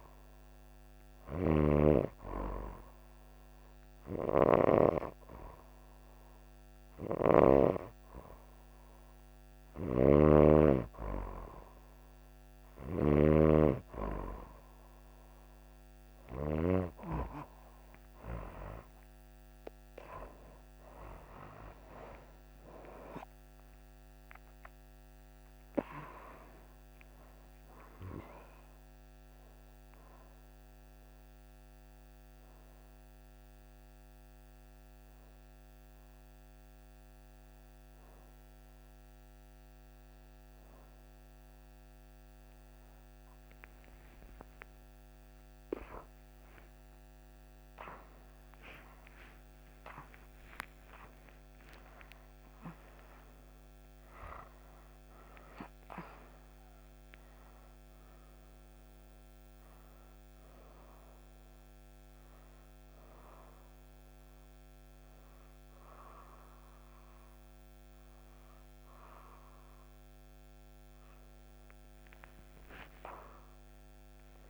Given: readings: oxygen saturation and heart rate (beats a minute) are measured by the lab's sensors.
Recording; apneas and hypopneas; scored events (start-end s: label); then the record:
a person awake in a sleep study, by a microphone on the trachea; none
0.00-4.50 s: snoring (device-marked)
6.50-16.50 s: snoring (device-marked)
34.00-74.50 s: new sleep stage, awake
From the record:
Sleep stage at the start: N2 (light sleep); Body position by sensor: on the right side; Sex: female